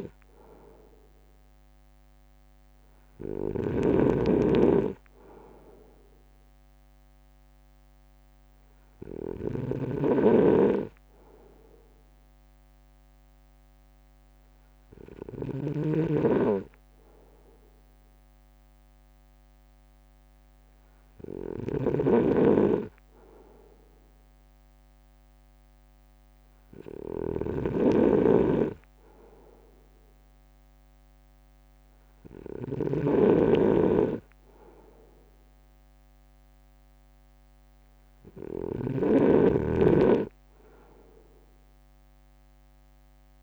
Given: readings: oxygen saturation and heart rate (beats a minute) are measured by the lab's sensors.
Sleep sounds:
breathing in sleep by a microphone on the trachea; none
0.00-11.00 s: drop in pulse transit time (device-marked, heart rate 52 extreme)
0.00-43.43 s: snoring (device-marked)
From the record:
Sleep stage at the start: N2 (light sleep); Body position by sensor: on the front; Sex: male

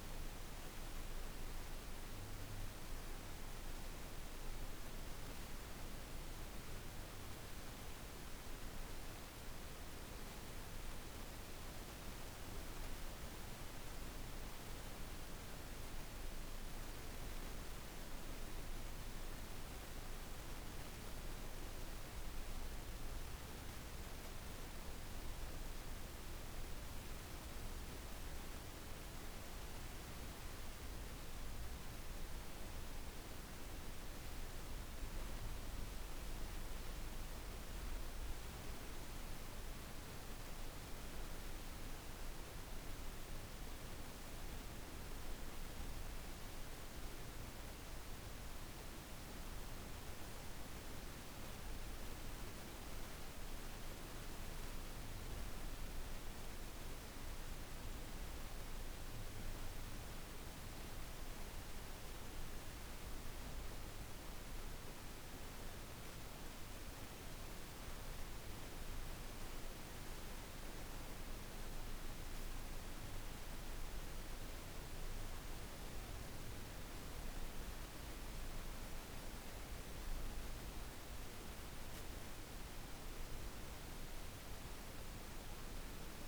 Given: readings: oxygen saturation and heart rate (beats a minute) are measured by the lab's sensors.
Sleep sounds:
breathing in sleep, hard to hear, by a room microphone; none
none scored
From the record:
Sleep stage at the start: N1 (lightest sleep); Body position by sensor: on the back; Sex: female

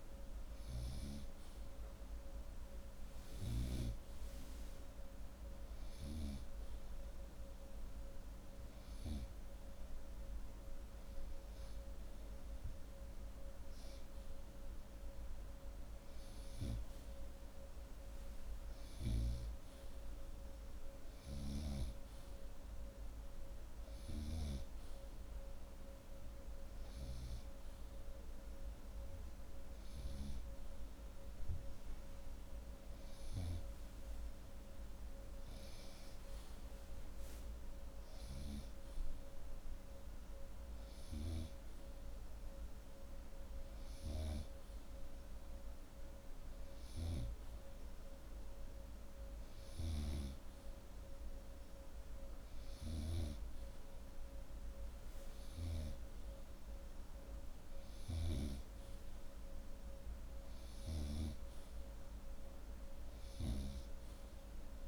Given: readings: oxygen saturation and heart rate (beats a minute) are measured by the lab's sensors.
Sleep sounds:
breathing in sleep by a room microphone; none
none scored
From the record:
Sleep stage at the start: N2 (light sleep); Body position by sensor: upright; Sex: male

